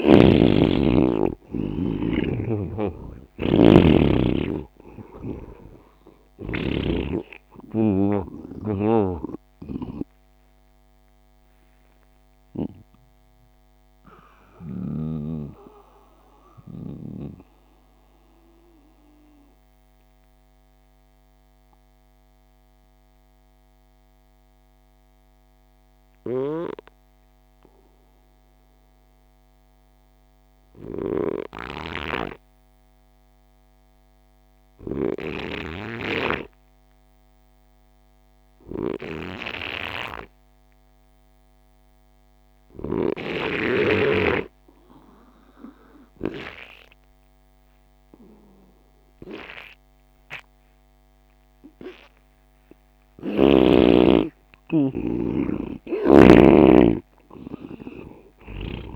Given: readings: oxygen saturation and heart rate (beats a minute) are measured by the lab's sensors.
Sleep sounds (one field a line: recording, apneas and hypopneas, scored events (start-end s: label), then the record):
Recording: breathing in sleep by a microphone on the trachea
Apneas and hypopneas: 2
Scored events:
0.00-1.50 s: arousal
0.00-23.00 s: oxygen desaturation (device-marked, oxygen 83% lowest)
2.50-7.00 s: snoring (device-marked)
9.00-15.00 s: snoring (device-marked)
11.00-28.50 s: mixed apnea (oxygen 99% before, 83% lowest)
30.50-34.00 s: arousal
31.00-35.50 s: snoring (device-marked)
40.00-53.50 s: hypopnea (oxygen 99% before, 87% lowest)
40.00-58.96 s: oxygen desaturation (device-marked, oxygen 99% before, 87% lowest)
57.00-58.96 s: arousal
From the record:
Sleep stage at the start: N2 (light sleep)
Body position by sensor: on the right side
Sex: male